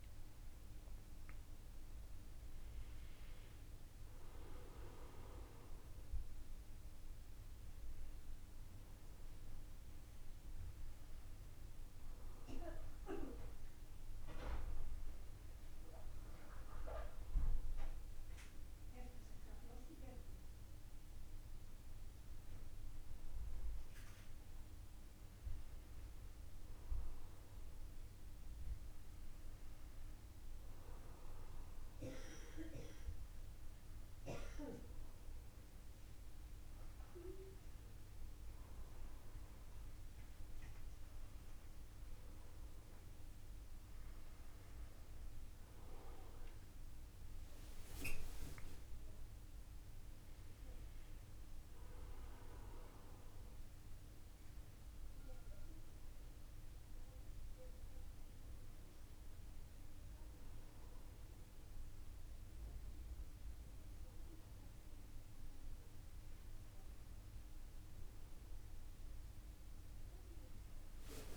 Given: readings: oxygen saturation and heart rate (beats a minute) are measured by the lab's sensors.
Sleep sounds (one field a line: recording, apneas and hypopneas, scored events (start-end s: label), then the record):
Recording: breathing in sleep by a room microphone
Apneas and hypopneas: none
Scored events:
none scored
From the record:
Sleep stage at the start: N1 (lightest sleep)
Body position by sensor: on the back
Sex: male